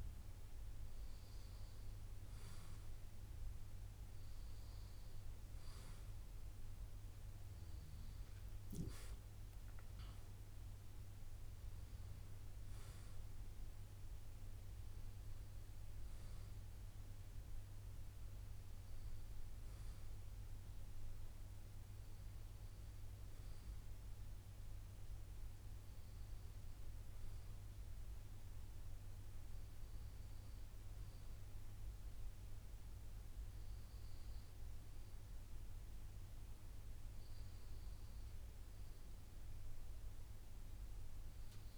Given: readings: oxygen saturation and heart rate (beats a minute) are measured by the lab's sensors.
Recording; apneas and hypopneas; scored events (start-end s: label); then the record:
breathing in sleep, hard to hear, by a room microphone; none
16.50-21.00 s: arousal
From the record:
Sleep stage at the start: N2 (light sleep); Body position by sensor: on the left side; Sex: male